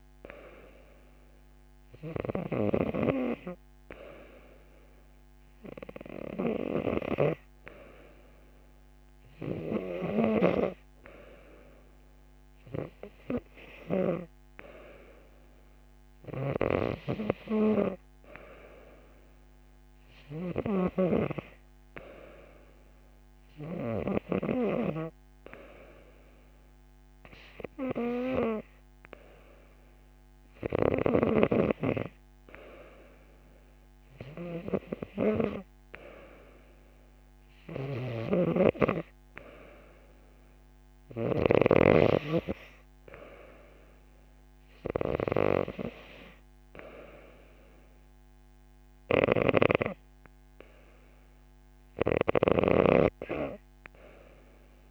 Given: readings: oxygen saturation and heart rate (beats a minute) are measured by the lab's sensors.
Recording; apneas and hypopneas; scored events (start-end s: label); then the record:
breathing in sleep by a microphone on the trachea; none
none scored
From the record:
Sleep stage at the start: N2 (light sleep); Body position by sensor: on the right side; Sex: female